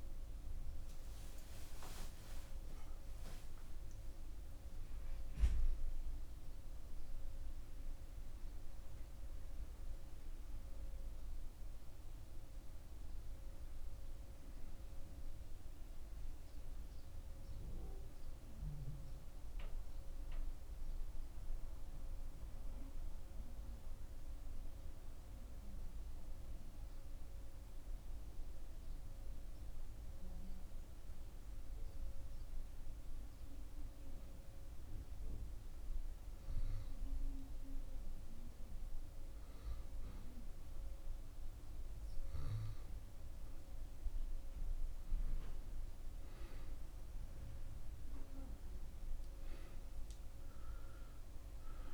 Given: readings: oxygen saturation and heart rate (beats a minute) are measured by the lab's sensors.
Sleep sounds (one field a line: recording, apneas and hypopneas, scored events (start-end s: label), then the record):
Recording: breathing in sleep, hard to hear, by a room microphone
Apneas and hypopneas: 1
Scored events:
1.50-8.50 s: oxygen desaturation (device-marked, oxygen 95% before, 90% lowest)
10.50-33.50 s: oxygen desaturation (device-marked, oxygen 94% before, 87% lowest)
29.00-42.50 s: hypopnea (oxygen 94% before, 89% lowest)
45.50-49.50 s: arousal
From the record:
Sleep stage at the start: N2 (light sleep)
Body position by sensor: on the back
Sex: male